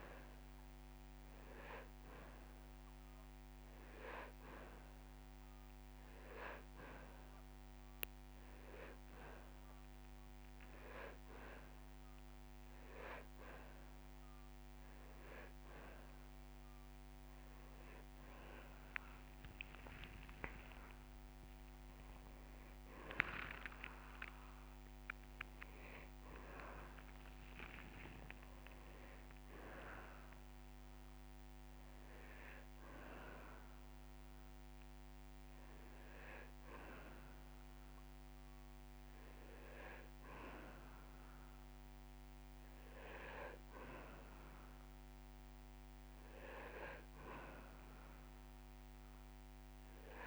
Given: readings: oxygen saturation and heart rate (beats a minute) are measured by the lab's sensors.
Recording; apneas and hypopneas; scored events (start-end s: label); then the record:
breathing in sleep by a microphone on the trachea; none
20.00-24.00 s: arousal
From the record:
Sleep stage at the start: N2 (light sleep); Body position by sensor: on the back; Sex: male